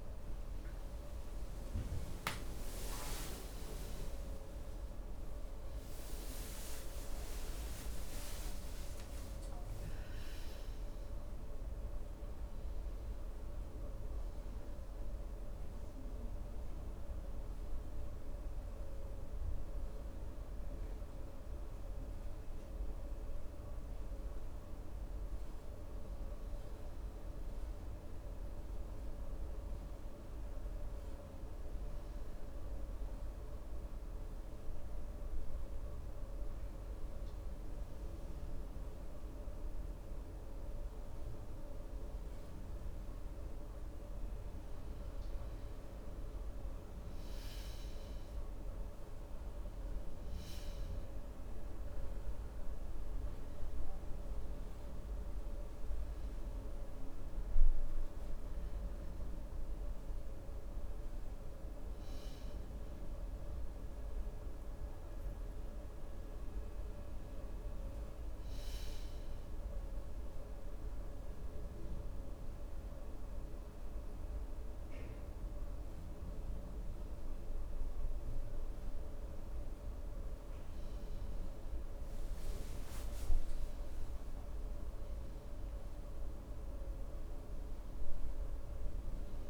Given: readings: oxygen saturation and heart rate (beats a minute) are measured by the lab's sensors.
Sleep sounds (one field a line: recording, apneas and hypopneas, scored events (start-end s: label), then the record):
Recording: breathing in sleep, hard to hear, by a room microphone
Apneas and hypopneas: 2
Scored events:
4.50-8.00 s: arousal
31.50-43.50 s: hypopnea (oxygen 95% before, 92% lowest, heart rate 72 before, 65 extreme, up 1 after)
46.00-49.50 s: arousal
56.50-72.50 s: oxygen desaturation (device-marked, oxygen 96% before, 92% lowest, heart rate 67 before, 65 extreme)
70.50-81.50 s: hypopnea (oxygen 96% before, 92% lowest, heart rate 67 before, 65 extreme, up 6 after)
85.50-89.50 s: new sleep stage, N1 (lightest sleep)
86.00-89.50 s: arousal
From the record:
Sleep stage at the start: N2 (light sleep)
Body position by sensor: on the right side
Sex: male